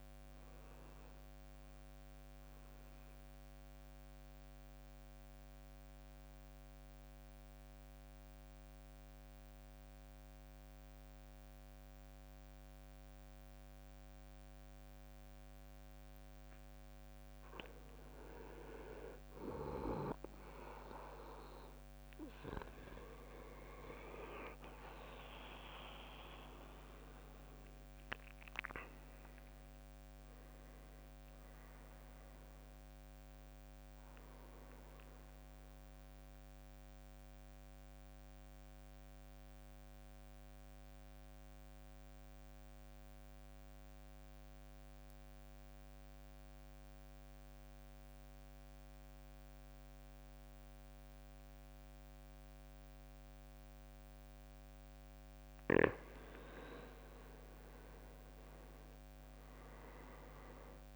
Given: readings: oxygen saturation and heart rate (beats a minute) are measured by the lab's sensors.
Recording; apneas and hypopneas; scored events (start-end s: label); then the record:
breathing in sleep by a microphone on the trachea; 2
0.00-9.50 s: oxygen desaturation (device-marked, oxygen 93% lowest, heart rate 54 extreme)
3.50-17.50 s: mixed apnea (oxygen 97% before, 91% lowest, heart rate 63 before, 53 extreme, up 17 after)
16.50-18.50 s: long interval between heartbeats (device-marked, heart rate 57 before, 68 extreme)
18.50-49.50 s: oxygen desaturation (device-marked, oxygen 98% before, 93% lowest, heart rate 58 before, 52 extreme)
19.50-23.50 s: arousal
23.50-38.50 s: drop in pulse transit time (device-marked, heart rate 60 before, 56 extreme)
34.50-56.00 s: mixed apnea (oxygen 98% before, 91% lowest, heart rate 68 before, 52 extreme, up 11 after)
58.00-60.96 s: arousal
From the record:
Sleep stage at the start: N2 (light sleep); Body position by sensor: on the back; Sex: male